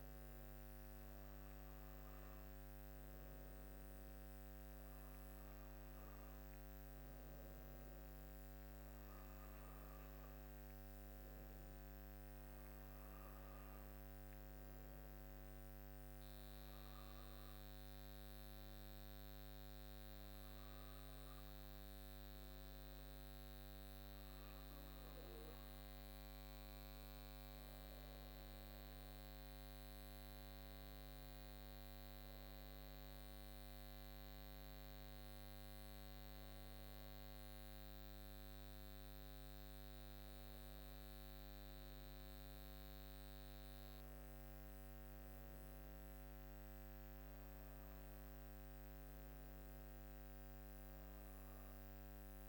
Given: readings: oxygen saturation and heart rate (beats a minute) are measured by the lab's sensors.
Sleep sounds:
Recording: breathing in sleep, hard to hear, by a microphone on the trachea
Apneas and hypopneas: 1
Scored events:
15.00-27.00 s: obstructive apnea (oxygen 98% before, 95% lowest, heart rate 61 before, 55 extreme, up 18 after)
28.00-32.00 s: arousal
From the record:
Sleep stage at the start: N2 (light sleep)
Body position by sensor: on the back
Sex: female

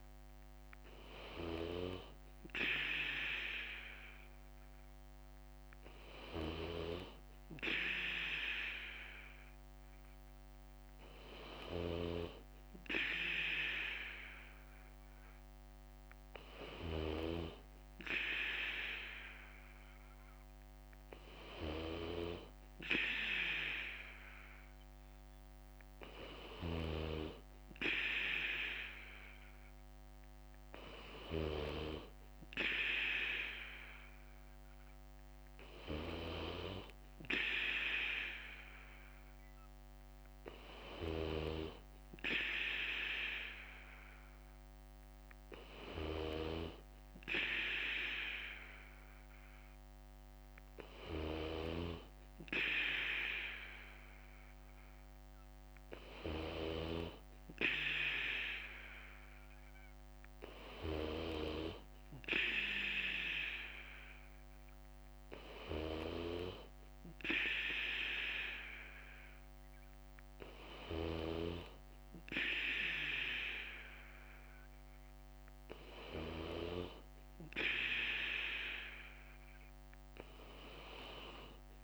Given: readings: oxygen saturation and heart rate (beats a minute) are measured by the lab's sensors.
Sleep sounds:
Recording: breathing in sleep by a microphone on the trachea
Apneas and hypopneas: none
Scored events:
0.00-14.00 s: bradycardia (device-marked, heart rate 56 extreme)
17.00-58.00 s: bradycardia (device-marked, heart rate 58 before, 55 extreme)
61.00-81.83 s: bradycardia (device-marked, heart rate 58 before, 56 extreme)
From the record:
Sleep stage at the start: N2 (light sleep)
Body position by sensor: on the back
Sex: male

